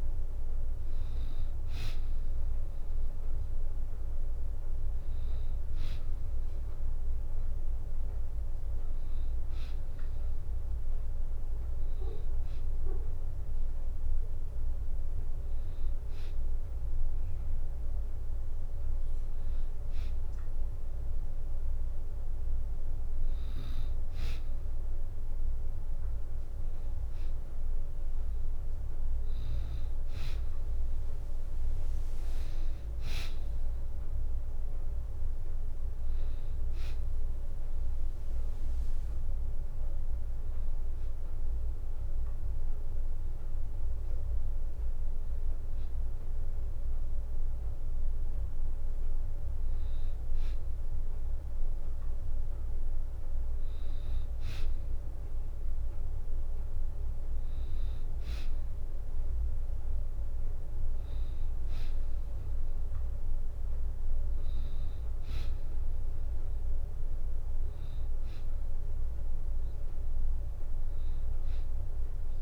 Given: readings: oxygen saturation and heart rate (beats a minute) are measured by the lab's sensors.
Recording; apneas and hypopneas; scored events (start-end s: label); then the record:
breathing in sleep, hard to hear, by a room microphone; none
0.00-11.50 s: oxygen desaturation (device-marked, oxygen 92% lowest, heart rate 65 extreme)
29.50-41.50 s: drop in pulse transit time (device-marked, heart rate 66 before, 65 extreme)
From the record:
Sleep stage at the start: N2 (light sleep); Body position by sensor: on the back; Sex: female